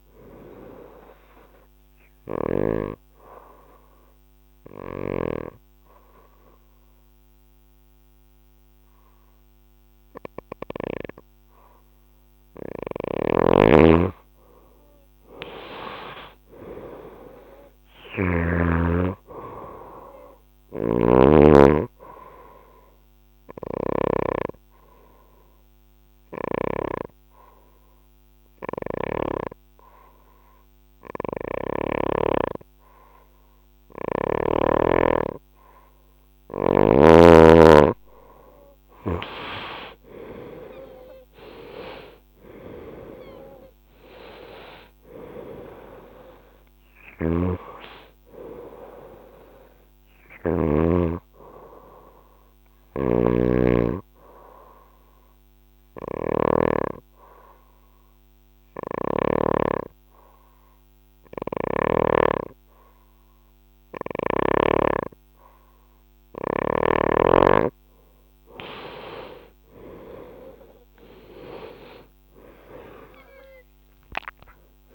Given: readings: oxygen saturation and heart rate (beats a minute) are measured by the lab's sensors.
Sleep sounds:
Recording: breathing in sleep by a microphone on the trachea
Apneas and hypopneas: 3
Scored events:
0.00-9.50 s: oxygen desaturation (device-marked, oxygen 91% lowest, heart rate 65 extreme)
0.50-13.00 s: obstructive apnea (oxygen 96% before, 91% lowest, heart rate 70 before, 65 extreme, up 9 after)
12.50-18.00 s: snoring (device-marked)
16.50-29.50 s: oxygen desaturation (device-marked, oxygen 97% before, 92% lowest, heart rate 71 before, 66 extreme)
23.00-35.50 s: obstructive apnea (oxygen 97% before, 90% lowest, heart rate 70 before, 66 extreme, up 8 after)
40.00-45.50 s: arousal
40.50-55.50 s: oxygen desaturation (device-marked, oxygen 96% before, 91% lowest, heart rate 70 before, 67 extreme)
46.50-59.00 s: snoring (device-marked)
51.00-67.00 s: obstructive apnea (oxygen 96% before, 89% lowest, heart rate 77 before, 65 extreme, up 12 after)
69.00-74.00 s: arousal
69.50-74.95 s: oxygen desaturation (device-marked, oxygen 97% before, 90% lowest, heart rate 73 before, 65 extreme)
From the record:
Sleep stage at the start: N2 (light sleep)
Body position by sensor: on the right side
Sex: female

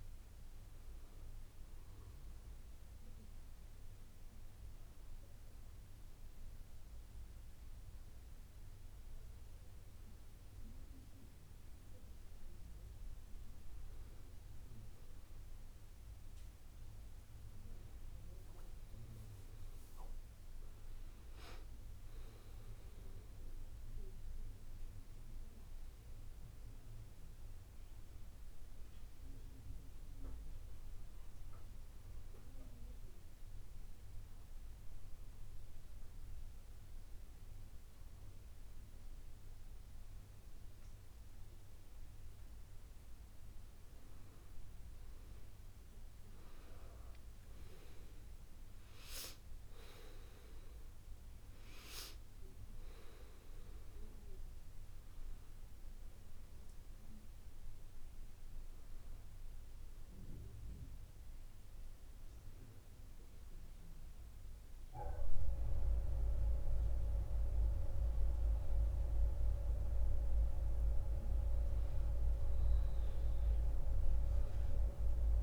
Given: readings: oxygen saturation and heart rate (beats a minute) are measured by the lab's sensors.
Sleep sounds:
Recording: breathing in sleep by a room microphone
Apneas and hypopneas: 1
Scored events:
22.50-31.50 s: oxygen desaturation (device-marked, oxygen 97% before, 93% lowest)
34.00-45.00 s: obstructive apnea (oxygen 98% before, 91% lowest)
52.50-69.50 s: oxygen desaturation (device-marked, oxygen 96% before, 91% lowest)
62.50-75.43 s: new sleep stage, awake
From the record:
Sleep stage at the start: N2 (light sleep)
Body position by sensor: on the back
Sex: female

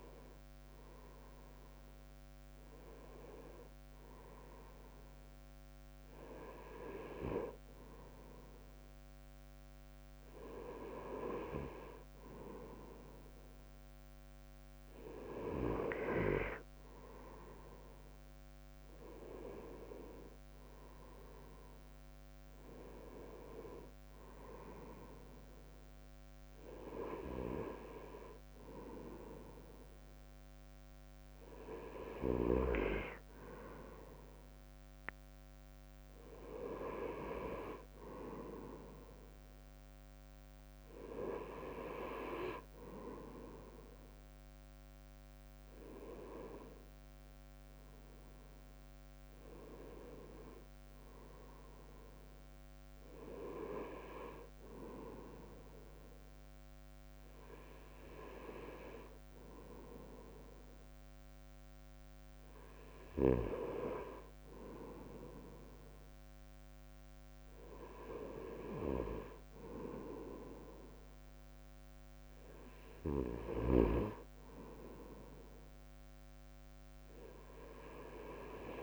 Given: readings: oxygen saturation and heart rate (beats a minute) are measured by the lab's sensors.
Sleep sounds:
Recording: breathing in sleep by a microphone on the trachea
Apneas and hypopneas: none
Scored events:
none scored
From the record:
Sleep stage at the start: N2 (light sleep)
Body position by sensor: on the back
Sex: male

